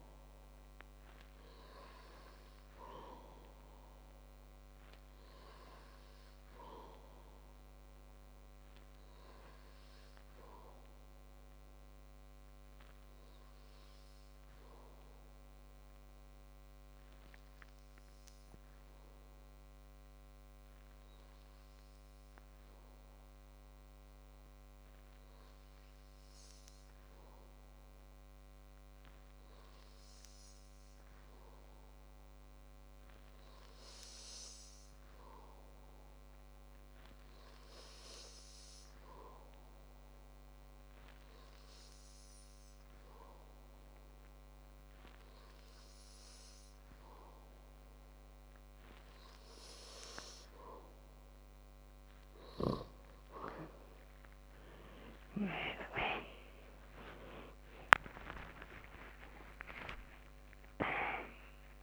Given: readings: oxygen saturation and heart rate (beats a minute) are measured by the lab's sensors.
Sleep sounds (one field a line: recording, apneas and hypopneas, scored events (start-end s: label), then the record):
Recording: breathing in sleep by a microphone on the trachea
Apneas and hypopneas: 1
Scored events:
9.50-49.00 s: hypopnea (oxygen 96% before, 94% lowest, heart rate 67 before, 54 extreme, up 18 after)
55.50-60.50 s: arousal
From the record:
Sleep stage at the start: N2 (light sleep)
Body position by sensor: on the back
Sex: male